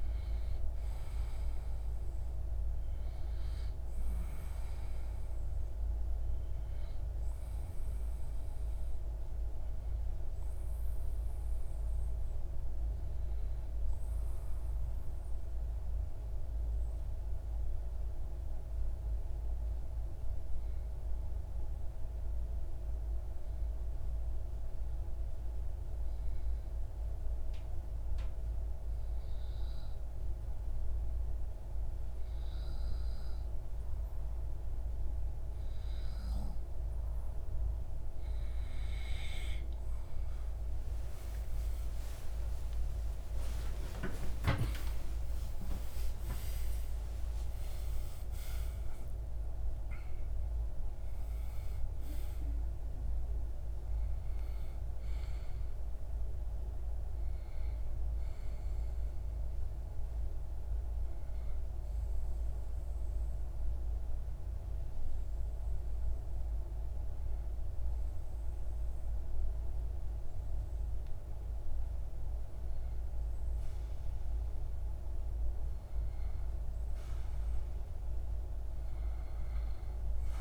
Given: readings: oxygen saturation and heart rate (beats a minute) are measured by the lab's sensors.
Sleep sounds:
breathing in sleep, hard to hear, by a room microphone; 2
14.00-35.00 s: obstructive apnea (oxygen 96% before, 92% lowest)
36.00-50.00 s: oxygen desaturation (device-marked, oxygen 97% before, 93% lowest)
41.00-47.00 s: arousal
62.00-75.50 s: obstructive apnea (oxygen 96% before, 94% lowest)
From the record:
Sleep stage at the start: N2 (light sleep); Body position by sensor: on the back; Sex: male

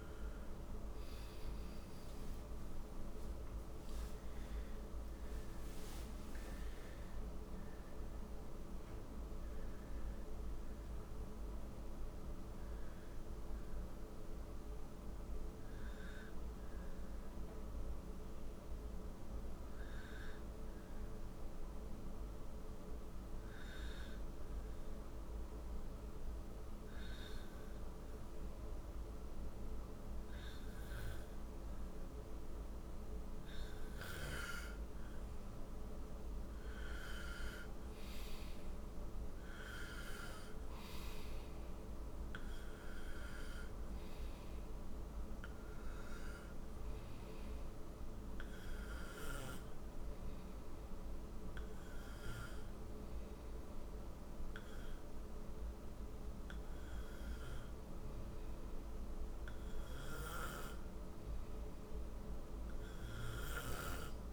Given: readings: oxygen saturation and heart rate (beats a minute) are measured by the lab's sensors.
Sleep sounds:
breathing in sleep, hard to hear, by a room microphone; 1
1.00-6.00 s: arousal
19.50-33.00 s: hypopnea (oxygen 92% before, 91% lowest, heart rate 72 before, 62 extreme, up 5 after)
35.50-40.00 s: arousal
40.00-55.00 s: oxygen desaturation (device-marked, oxygen 95% before, 91% lowest, heart rate 63 before, 63 extreme)
From the record:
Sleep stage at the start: N2 (light sleep); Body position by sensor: on the right side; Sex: male

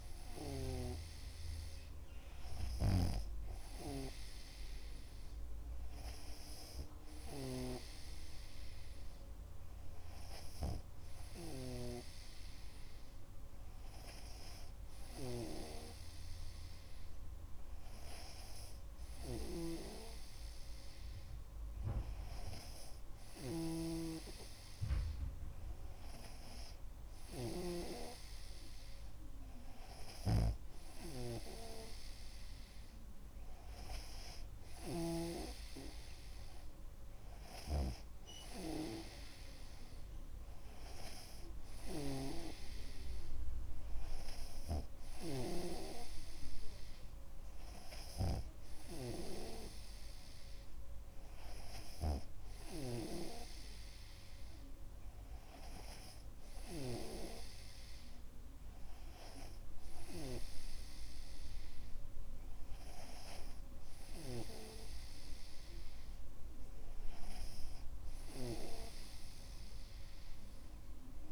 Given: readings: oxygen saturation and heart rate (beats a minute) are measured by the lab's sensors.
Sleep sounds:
breathing in sleep by a room microphone; none
0.00-3.50 s: snoring (device-marked)
24.00-28.50 s: snoring (device-marked)
30.50-36.00 s: snoring (device-marked)
38.00-43.00 s: snoring (device-marked)
52.50-57.50 s: snoring (device-marked)
From the record:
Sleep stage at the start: N2 (light sleep); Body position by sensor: on the back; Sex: male

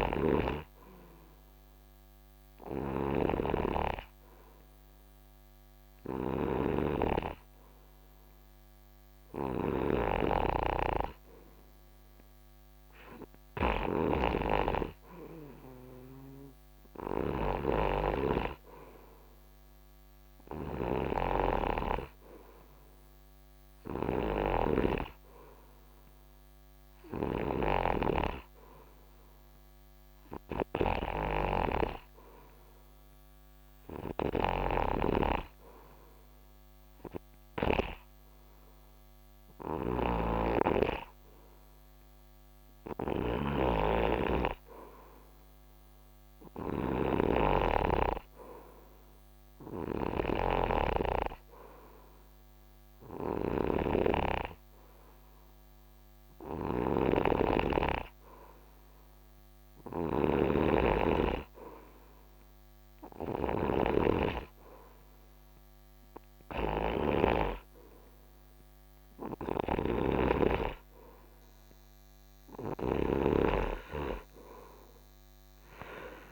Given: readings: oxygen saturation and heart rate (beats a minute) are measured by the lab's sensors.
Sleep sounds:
breathing in sleep by a microphone on the trachea; 1
0.00-38.50 s: snoring (device-marked)
40.50-76.32 s: snoring (device-marked)
51.00-62.00 s: hypopnea (oxygen 91% before, 86% lowest, heart rate 73 before, 76 extreme, up 1 after)
63.50-66.50 s: arousal
71.50-76.32 s: oxygen desaturation (device-marked, oxygen 92% before, 86% lowest, heart rate 77 before, 65 extreme)
From the record:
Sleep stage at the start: N2 (light sleep); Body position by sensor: on the right side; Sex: male

